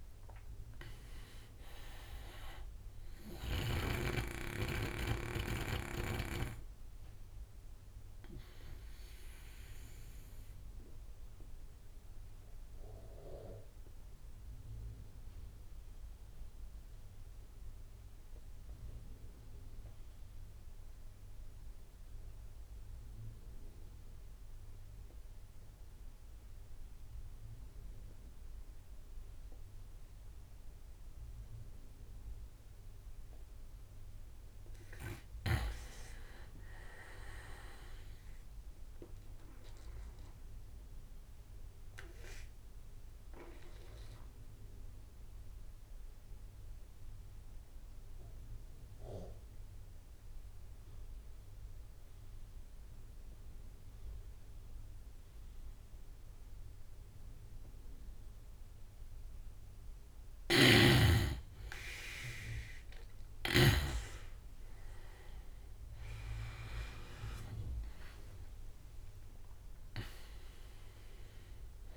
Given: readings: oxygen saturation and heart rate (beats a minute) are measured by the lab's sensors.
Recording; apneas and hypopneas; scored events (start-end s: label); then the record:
breathing in sleep by a room microphone; 2
0.00-14.00 s: oxygen desaturation (device-marked, oxygen 87% lowest)
1.00 s: drop in pulse transit time (device-marked)
10.50-32.50 s: obstructive apnea (oxygen 96% before, 87% lowest)
35.00-38.00 s: arousal
40.00-54.00 s: oxygen desaturation (device-marked, oxygen 95% before, 92% lowest)
41.50-57.50 s: obstructive apnea (oxygen 98% before, 87% lowest)
56.00-71.97 s: oxygen desaturation (device-marked, oxygen 96% before, 87% lowest)
59.50-63.00 s: snoring (device-marked)
62.50-67.00 s: arousal
From the record:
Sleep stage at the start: N2 (light sleep); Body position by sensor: on the right side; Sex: male